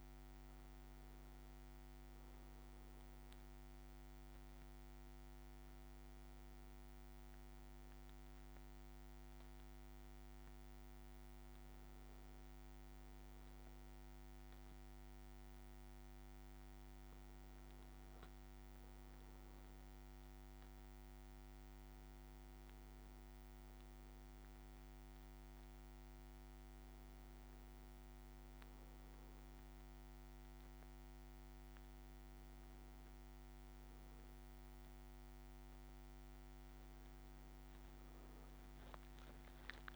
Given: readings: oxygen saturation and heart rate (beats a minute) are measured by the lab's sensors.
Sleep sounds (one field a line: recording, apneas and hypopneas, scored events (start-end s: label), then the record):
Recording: breathing in sleep, hard to hear, by a microphone on the trachea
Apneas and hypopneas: none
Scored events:
none scored
From the record:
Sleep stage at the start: N2 (light sleep)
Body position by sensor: on the back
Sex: male